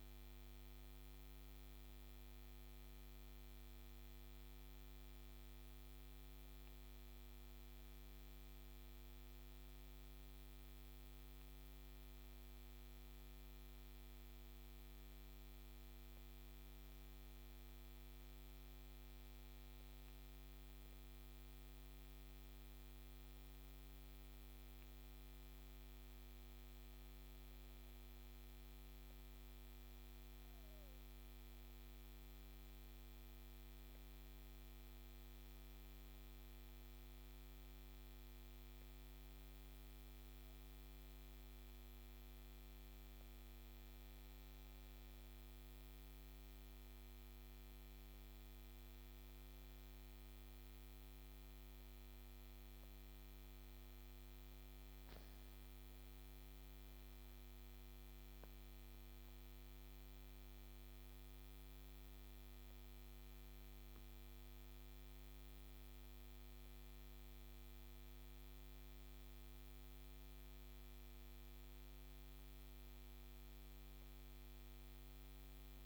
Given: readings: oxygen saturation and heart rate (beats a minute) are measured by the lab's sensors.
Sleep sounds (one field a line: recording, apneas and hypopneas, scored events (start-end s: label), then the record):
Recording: breathing in sleep, hard to hear, by a microphone on the trachea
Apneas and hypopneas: none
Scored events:
55.50-59.00 s: arousal
From the record:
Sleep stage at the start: N2 (light sleep)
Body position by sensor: on the back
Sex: female